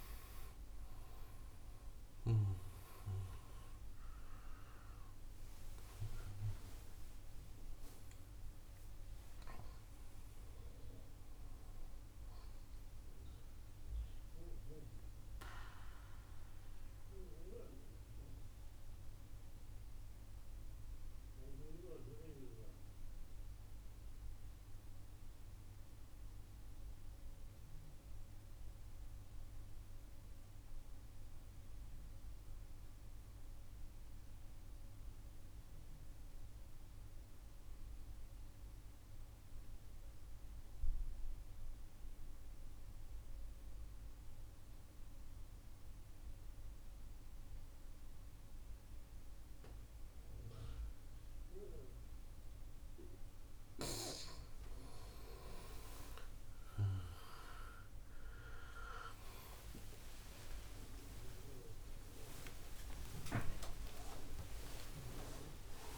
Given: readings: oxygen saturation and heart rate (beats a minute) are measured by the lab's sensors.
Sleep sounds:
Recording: breathing in sleep by a room microphone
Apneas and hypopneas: 1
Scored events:
0.00-24.00 s: oxygen desaturation (device-marked, oxygen 89% lowest)
13.00-53.50 s: mixed apnea (oxygen 97% before, 89% lowest, heart rate 110 before, 78 extreme, up 27 after)
47.00-65.98 s: oxygen desaturation (device-marked, oxygen 98% before, 89% lowest, heart rate 113 before, 60 extreme)
53.00-65.98 s: new sleep stage, awake
From the record:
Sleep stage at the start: N2 (light sleep)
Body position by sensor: on the right side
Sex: male

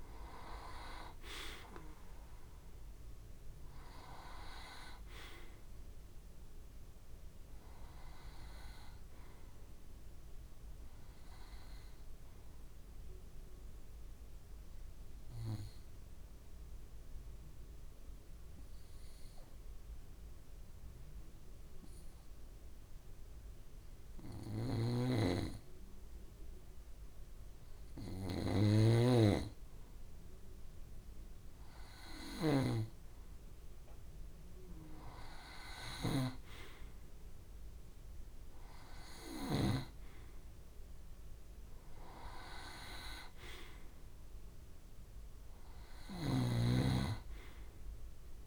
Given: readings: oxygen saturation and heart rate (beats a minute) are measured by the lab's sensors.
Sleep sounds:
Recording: breathing in sleep by a room microphone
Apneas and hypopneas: 1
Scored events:
13.00-31.00 s: mixed apnea (oxygen 93% before, 91% lowest, heart rate 66 before, 64 extreme, up 0 after)
24.00-39.50 s: snoring (device-marked)
34.00-37.50 s: arousal
35.00-48.47 s: oxygen desaturation (device-marked, oxygen 96% before, 91% lowest, heart rate 65 before, 56 extreme)
45.50-48.47 s: snoring (device-marked)
From the record:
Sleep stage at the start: N2 (light sleep)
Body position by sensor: on the back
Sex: male

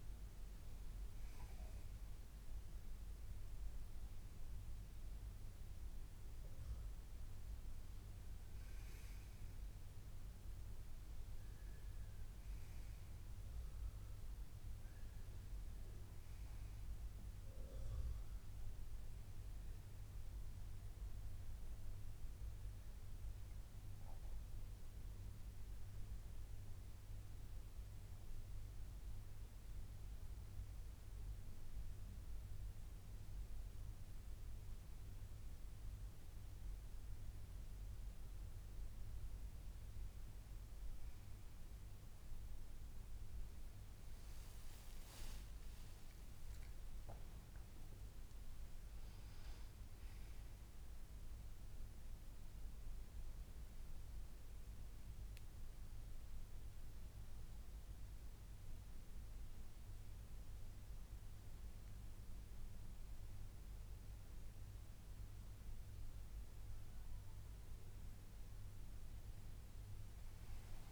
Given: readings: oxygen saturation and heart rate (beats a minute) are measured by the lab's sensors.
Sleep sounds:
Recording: a person awake in a sleep study, hard to hear, by a room microphone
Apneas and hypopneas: none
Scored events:
17.00-19.00 s: long interval between heartbeats (device-marked, heart rate 140 before, 130 extreme)
From the record:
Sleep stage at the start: awake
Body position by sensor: on the back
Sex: male

